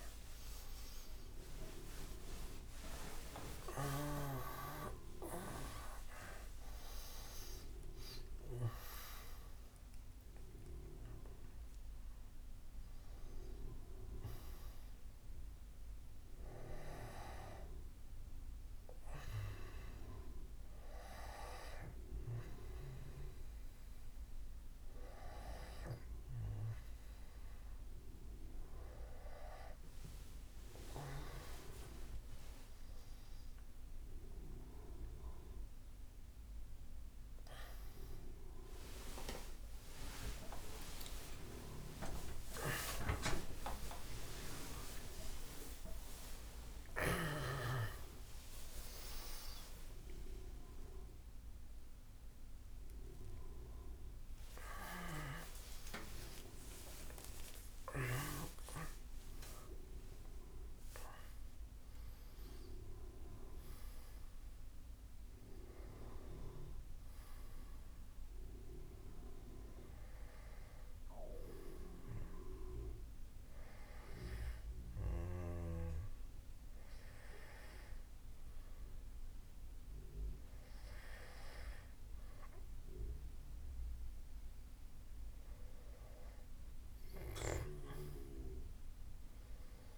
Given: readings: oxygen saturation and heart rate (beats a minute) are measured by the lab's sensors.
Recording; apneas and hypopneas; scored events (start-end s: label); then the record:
a person awake in a sleep study, by a room microphone; none
70.00-89.98 s: new sleep stage, N1 (lightest sleep)
From the record:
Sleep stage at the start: awake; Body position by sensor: on the back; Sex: male